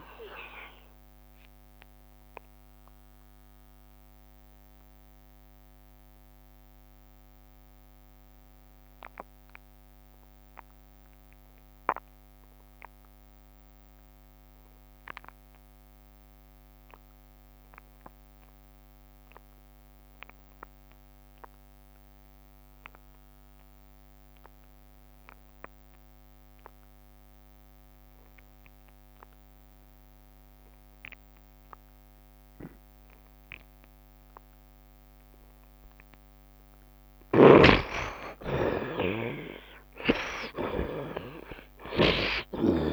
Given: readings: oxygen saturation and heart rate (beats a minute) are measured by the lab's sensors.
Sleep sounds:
breathing in sleep by a microphone on the trachea; 1
0.00-14.00 s: oxygen desaturation (device-marked, oxygen 53% lowest, heart rate 72 extreme)
1.50-35.50 s: mixed apnea (oxygen 85% before, 53% lowest, heart rate 76 before, 72 extreme, up 5 after)
19.00-42.93 s: oxygen desaturation (device-marked, oxygen 83% before, 53% lowest, heart rate 77 before, 73 extreme)
37.50-41.50 s: arousal
37.50-42.93 s: snoring (device-marked)
From the record:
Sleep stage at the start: N2 (light sleep); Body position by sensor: on the right side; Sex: male

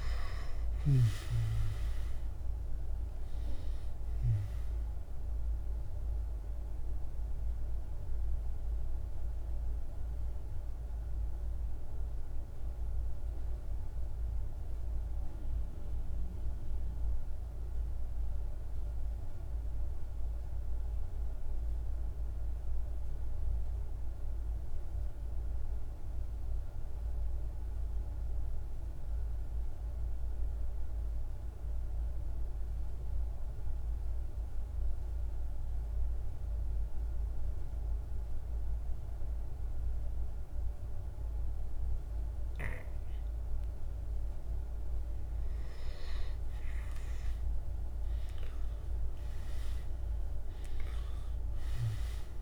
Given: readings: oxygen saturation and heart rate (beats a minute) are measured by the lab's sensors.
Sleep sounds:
breathing in sleep, hard to hear, by a room microphone; 1
0.00-23.50 s: oxygen desaturation (device-marked, oxygen 88% lowest, heart rate 47 extreme)
6.00-43.00 s: mixed apnea (oxygen 98% before, 86% lowest, heart rate 54 before, 47 extreme, up 5 after)
38.50-52.42 s: oxygen desaturation (device-marked, oxygen 100% before, 86% lowest, heart rate 49 before, 49 extreme)
46.00-50.50 s: arousal
From the record:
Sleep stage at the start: N2 (light sleep); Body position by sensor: on the back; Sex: male

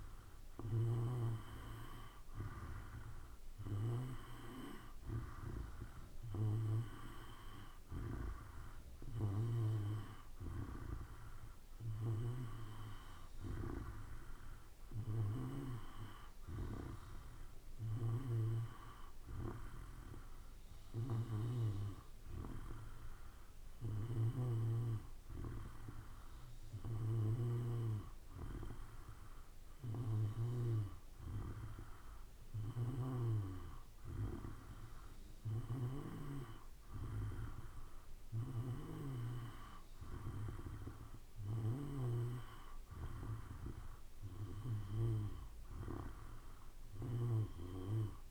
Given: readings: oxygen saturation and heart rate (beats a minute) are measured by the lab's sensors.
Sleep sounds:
breathing in sleep by a room microphone; none
0.00-9.50 s: oxygen desaturation (device-marked, oxygen 91% lowest, heart rate 55 extreme)
24.00-27.50 s: snoring (device-marked)
35.50-42.00 s: snoring (device-marked)
From the record:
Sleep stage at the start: N2 (light sleep); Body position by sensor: on the back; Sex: male

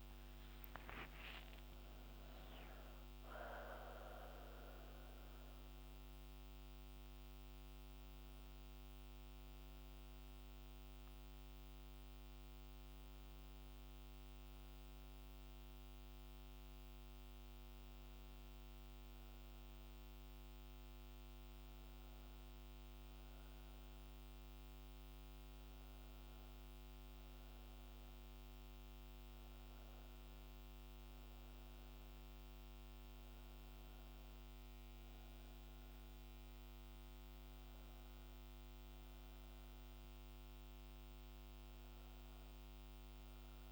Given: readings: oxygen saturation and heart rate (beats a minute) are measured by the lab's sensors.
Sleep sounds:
a person awake in a sleep study, hard to hear, by a microphone on the trachea; none
none scored
From the record:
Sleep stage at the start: awake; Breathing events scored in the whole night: 168 in 4.4 hours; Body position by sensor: on the right side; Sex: female

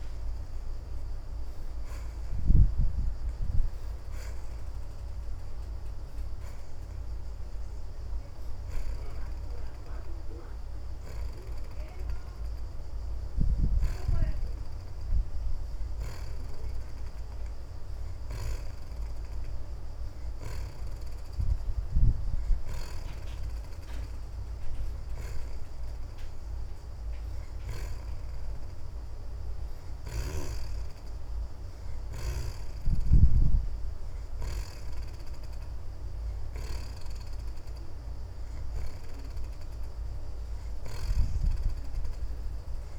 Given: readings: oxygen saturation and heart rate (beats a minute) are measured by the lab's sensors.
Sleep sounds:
breathing in sleep by a room microphone; none
0.00-14.50 s: oxygen desaturation (device-marked, oxygen 57% lowest)
20.50-27.50 s: oxygen desaturation (device-marked, oxygen 75% before, 68% lowest)
35.50-42.99 s: oxygen desaturation (device-marked, oxygen 73% before, 66% lowest)
From the record:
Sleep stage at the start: N2 (light sleep); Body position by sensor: on the back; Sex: female

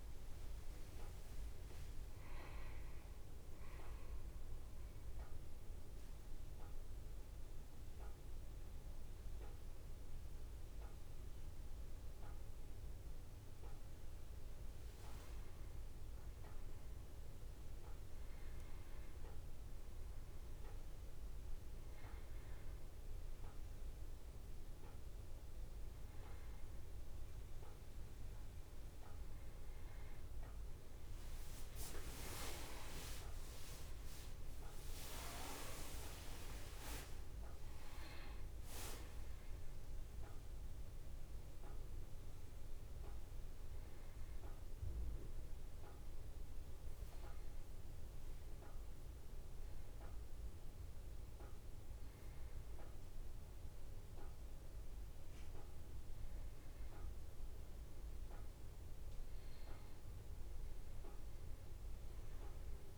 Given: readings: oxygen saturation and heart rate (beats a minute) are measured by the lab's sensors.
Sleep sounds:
breathing in sleep by a room microphone; 1
4.00-14.50 s: obstructive apnea (oxygen 98% before, 94% lowest, heart rate 93 before, 63 extreme, up 0 after)
17.00-20.50 s: arousal
22.50-33.50 s: oxygen desaturation (device-marked, oxygen 97% before, 94% lowest, heart rate 72 before, 65 extreme)
33.50-37.50 s: arousal
51.50-62.97 s: new sleep stage, N2 (light sleep)
From the record:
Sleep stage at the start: N1 (lightest sleep); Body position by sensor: on the back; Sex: male

